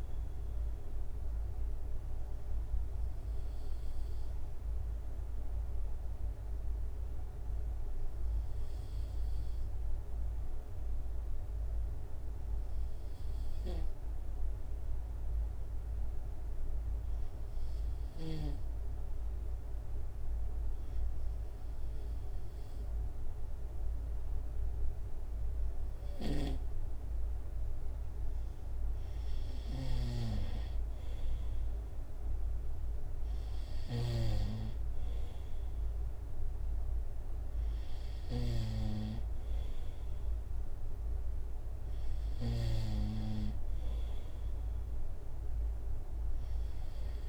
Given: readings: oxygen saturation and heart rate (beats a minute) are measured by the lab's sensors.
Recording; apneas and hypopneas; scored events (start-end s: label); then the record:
breathing in sleep by a room microphone; 1
0.50-3.50 s: arousal
6.00-25.50 s: hypopnea (oxygen 95% before, 93% lowest, heart rate 72 before, 67 extreme, up 7 after)
29.00-34.00 s: arousal
29.50-45.50 s: drop in pulse transit time (device-marked, heart rate 69 before, 71 extreme)
30.00-43.00 s: snoring (device-marked)
From the record:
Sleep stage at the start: N2 (light sleep); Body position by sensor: on the right side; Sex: male